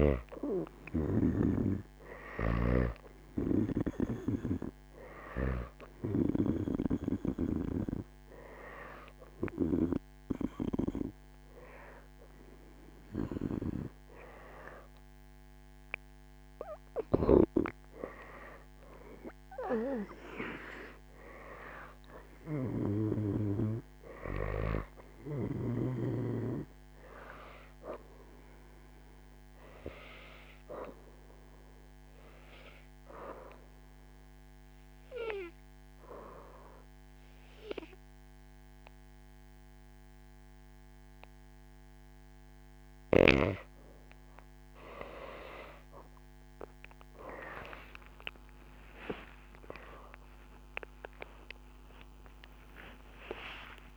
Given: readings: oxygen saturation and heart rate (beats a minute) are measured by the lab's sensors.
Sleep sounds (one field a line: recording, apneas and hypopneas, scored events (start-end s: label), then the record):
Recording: breathing in sleep by a microphone on the trachea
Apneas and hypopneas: 1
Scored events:
0.00-10.00 s: snoring (device-marked)
0.00-16.00 s: oxygen desaturation (device-marked, oxygen 89% lowest, heart rate 89 extreme)
17.00-23.50 s: snoring (device-marked)
33.00-43.50 s: obstructive apnea (oxygen 97% before, 89% lowest, heart rate 94 before, 67 extreme, up 32 after)
43.00-48.00 s: snoring (device-marked)
45.00-50.00 s: tachycardia (device-marked, heart rate 90 before, 118 extreme)
49.00-53.97 s: oxygen desaturation (device-marked, oxygen 98% before, 89% lowest, heart rate 92 before, 67 extreme)
53.00-53.97 s: new sleep stage, awake
From the record:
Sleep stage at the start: N2 (light sleep)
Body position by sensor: on the right side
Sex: female